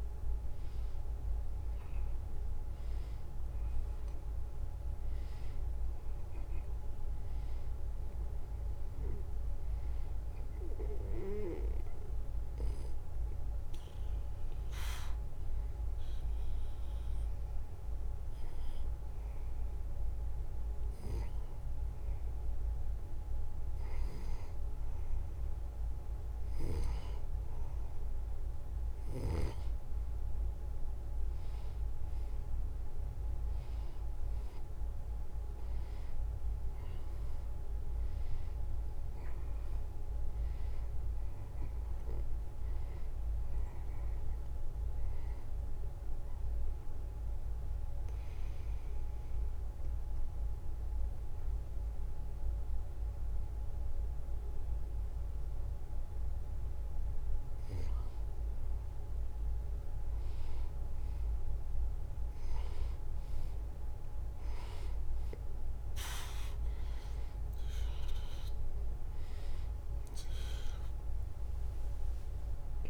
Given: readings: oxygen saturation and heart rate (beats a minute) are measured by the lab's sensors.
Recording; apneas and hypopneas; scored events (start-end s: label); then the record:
breathing in sleep by a room microphone; 2
11.00-23.50 s: hypopnea (oxygen 93% before, 90% lowest, heart rate 77 before, 72 extreme, up 0 after)
27.00-31.00 s: arousal
48.50-58.50 s: obstructive apnea (oxygen 94% before, 90% lowest, heart rate 75 before, 73 extreme, up 1 after)
62.50-66.50 s: arousal
67.00-72.89 s: oxygen desaturation (device-marked, oxygen 94% before, 90% lowest, heart rate 74 before, 69 extreme)
From the record:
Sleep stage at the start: N2 (light sleep); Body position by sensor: on the right side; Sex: male